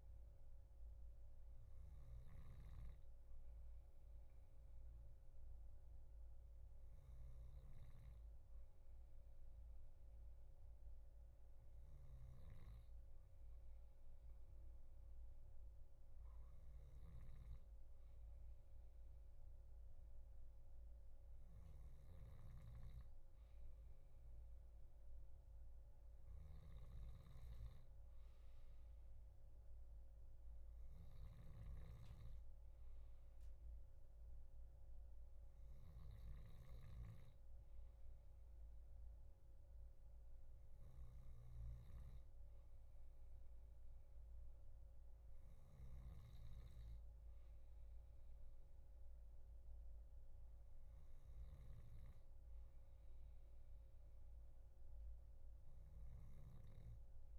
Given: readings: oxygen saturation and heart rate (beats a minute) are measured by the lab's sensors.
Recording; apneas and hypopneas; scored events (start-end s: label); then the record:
breathing in sleep, hard to hear, by a room microphone; none
22.00-46.50 s: snoring (device-marked)
56.00-57.39 s: snoring (device-marked)
From the record:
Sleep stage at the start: N2 (light sleep); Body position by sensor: on the back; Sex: male